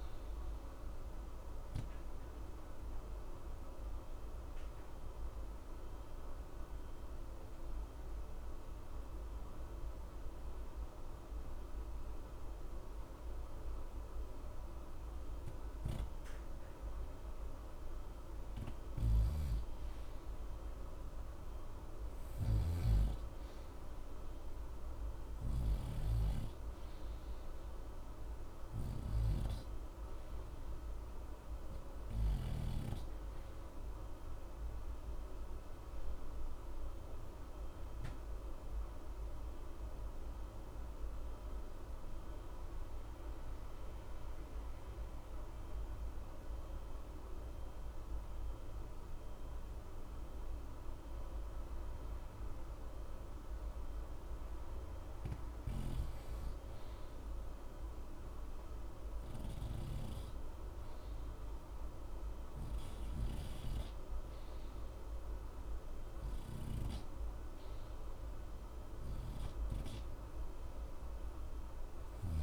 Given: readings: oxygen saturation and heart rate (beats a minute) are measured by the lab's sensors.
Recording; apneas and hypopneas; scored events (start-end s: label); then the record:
breathing in sleep, hard to hear, by a room microphone; 2
0.00-41.50 s: oxygen desaturation (device-marked, oxygen 84% lowest, heart rate 60 extreme)
1.50-17.50 s: obstructive apnea (oxygen 97% before, 84% lowest, heart rate 60 before, 60 extreme, up 1 after)
18.50-25.50 s: snoring (device-marked)
19.50-23.50 s: arousal
35.50-53.00 s: obstructive apnea (oxygen 91% before, 82% lowest, heart rate 60 before, 60 extreme, up 0 after)
52.50-61.50 s: oxygen desaturation (device-marked, oxygen 89% before, 85% lowest, heart rate 60 before, 60 extreme)
53.50-58.00 s: arousal
From the record:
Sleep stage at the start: REM sleep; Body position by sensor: on the right side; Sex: male